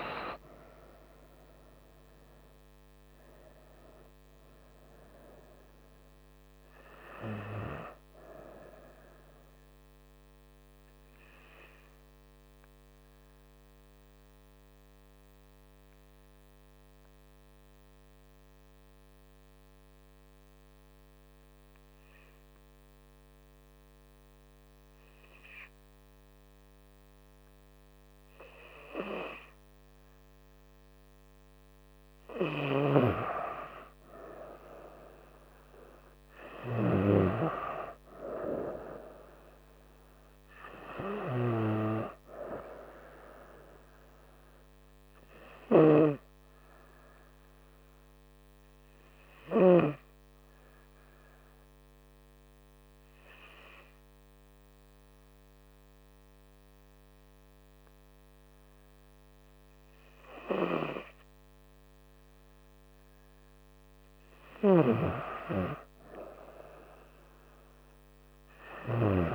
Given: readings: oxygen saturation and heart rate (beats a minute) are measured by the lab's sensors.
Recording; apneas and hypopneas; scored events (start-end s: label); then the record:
breathing in sleep by a microphone on the trachea; 2
10.00-32.00 s: hypopnea (oxygen 97% before, 94% lowest, heart rate 71 before, 65 extreme, up 2 after)
34.50-37.50 s: arousal
47.00-64.00 s: hypopnea (oxygen 98% before, 94% lowest, heart rate 70 before, 65 extreme, up 5 after)
From the record:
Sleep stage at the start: N2 (light sleep); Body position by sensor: on the front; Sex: female